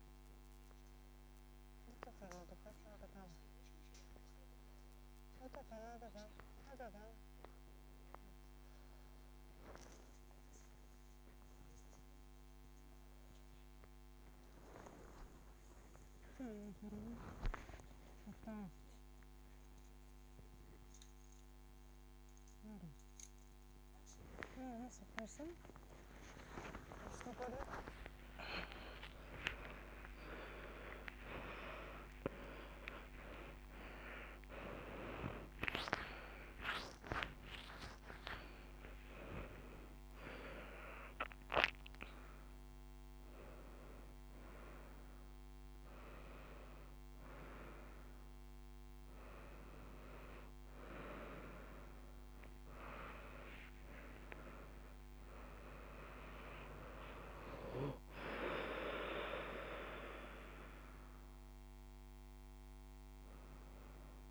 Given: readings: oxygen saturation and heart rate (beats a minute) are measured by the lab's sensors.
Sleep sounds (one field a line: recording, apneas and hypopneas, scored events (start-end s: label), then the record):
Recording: a person awake in a sleep study, by a microphone on the trachea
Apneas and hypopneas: none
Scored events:
28.00-30.00 s: long interval between heartbeats (device-marked, heart rate 60 before, 86 extreme)
From the record:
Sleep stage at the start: awake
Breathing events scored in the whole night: 112 in 4.4 hours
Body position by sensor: on the right side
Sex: female